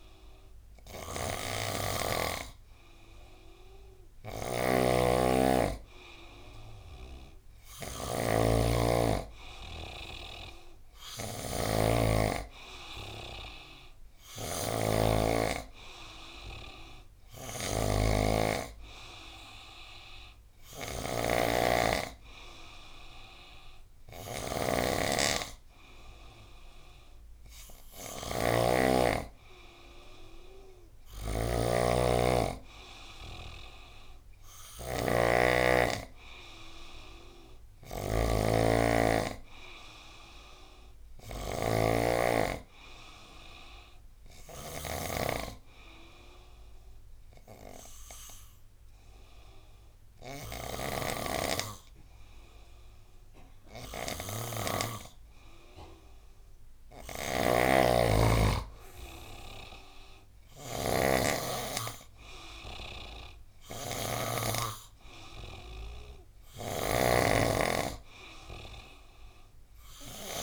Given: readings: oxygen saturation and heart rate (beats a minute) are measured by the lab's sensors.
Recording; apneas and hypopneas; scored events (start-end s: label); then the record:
breathing in sleep by a room microphone; 1
0.00-70.43 s: snoring (device-marked)
45.50-57.50 s: obstructive apnea (oxygen 97% before, 93% lowest, heart rate 80 before, 66 extreme, up 9 after)
58.50-61.50 s: arousal
From the record:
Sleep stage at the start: N2 (light sleep); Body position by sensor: on the right side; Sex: male